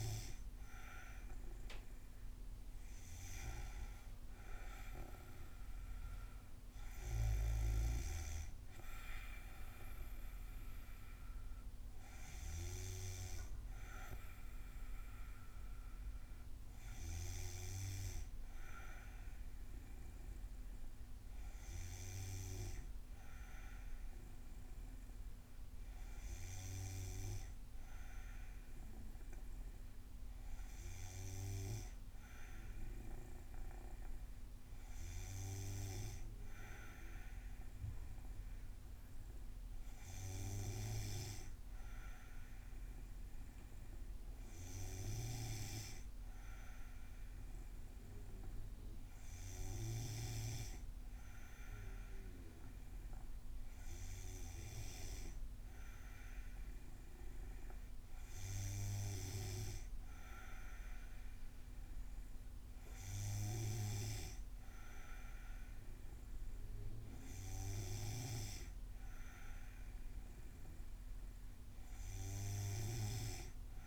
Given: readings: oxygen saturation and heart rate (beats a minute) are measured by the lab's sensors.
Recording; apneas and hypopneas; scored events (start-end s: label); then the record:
breathing in sleep by a room microphone; none
none scored
From the record:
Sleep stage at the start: N2 (light sleep); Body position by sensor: on the back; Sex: female